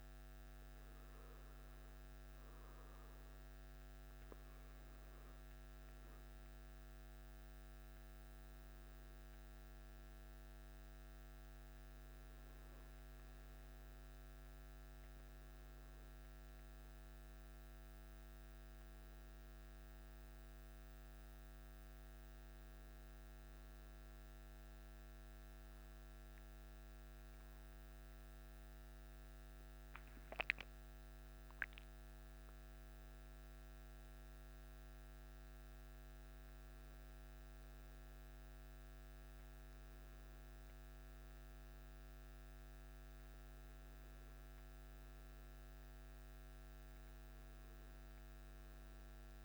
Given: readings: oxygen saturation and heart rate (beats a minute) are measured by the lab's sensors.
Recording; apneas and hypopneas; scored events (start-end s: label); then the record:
a person awake in a sleep study, hard to hear, by a microphone on the trachea; none
45.50-49.45 s: new sleep stage, N1 (lightest sleep)
From the record:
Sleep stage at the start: awake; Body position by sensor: on the back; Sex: male